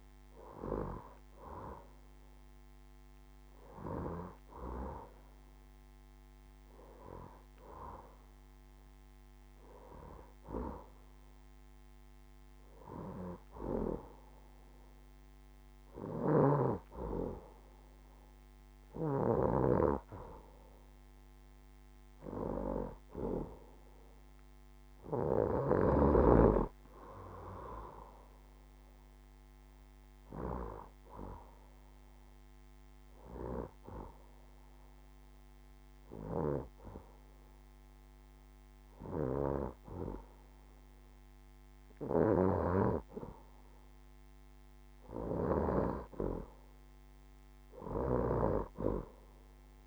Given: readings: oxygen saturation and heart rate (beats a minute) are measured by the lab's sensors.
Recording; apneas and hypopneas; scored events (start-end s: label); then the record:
breathing in sleep by a microphone on the trachea; 1
30.50-43.00 s: hypopnea (oxygen 91% before, 87% lowest, heart rate 72 before, 66 extreme, up 5 after)
44.50-48.00 s: arousal
From the record:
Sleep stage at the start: N2 (light sleep); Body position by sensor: on the left side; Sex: female